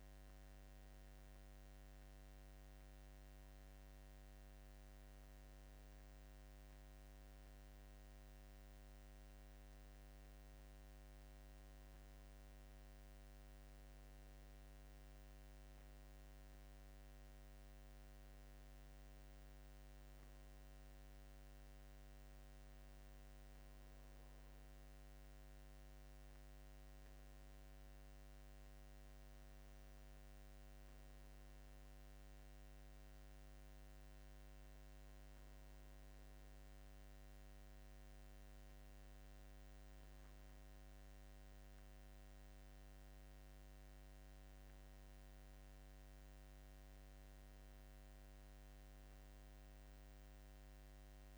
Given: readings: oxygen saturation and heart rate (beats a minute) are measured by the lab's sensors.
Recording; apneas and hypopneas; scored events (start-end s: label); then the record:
breathing in sleep, hard to hear, by a microphone on the trachea; 1
26.00-38.00 s: hypopnea (oxygen 94% before, 93% lowest, heart rate 79 before, 75 extreme, up 1 after)
41.00-44.50 s: arousal
From the record:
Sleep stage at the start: N2 (light sleep); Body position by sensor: on the back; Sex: male